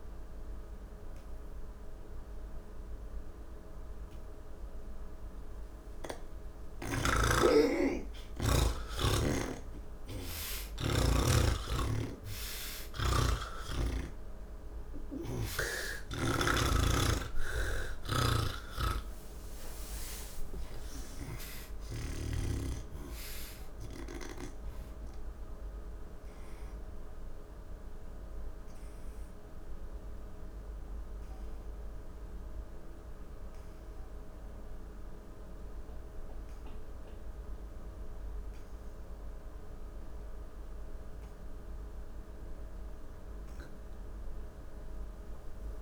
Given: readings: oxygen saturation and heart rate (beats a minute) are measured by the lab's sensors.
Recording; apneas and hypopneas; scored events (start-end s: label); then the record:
breathing in sleep by a room microphone; none
4.00-21.00 s: oxygen desaturation (device-marked, oxygen 96% before, 84% lowest, heart rate 96 before, 38 extreme)
11.50-15.50 s: snoring (device-marked)
17.50-22.00 s: snoring (device-marked)
29.00-39.00 s: oxygen desaturation (device-marked, oxygen 86% before, 79% lowest)
From the record:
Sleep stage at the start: N2 (light sleep); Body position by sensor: on the back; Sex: male